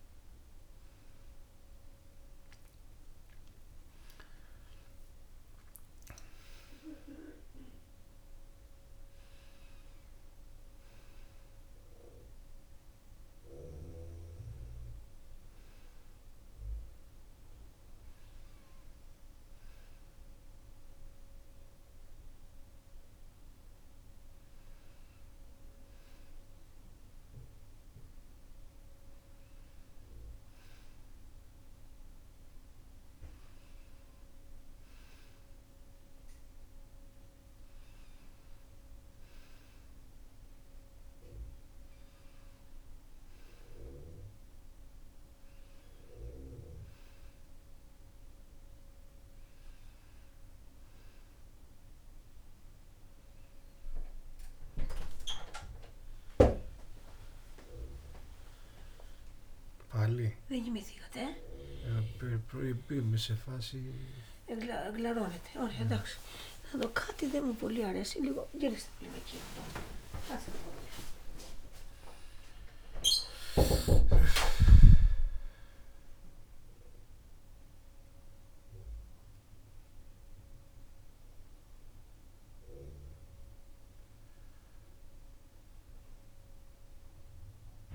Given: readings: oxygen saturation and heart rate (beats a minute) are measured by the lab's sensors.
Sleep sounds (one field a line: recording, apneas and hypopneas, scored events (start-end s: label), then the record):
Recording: breathing in sleep by a room microphone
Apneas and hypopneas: none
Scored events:
65.00-68.50 s: arousal
From the record:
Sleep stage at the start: N2 (light sleep)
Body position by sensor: on the back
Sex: male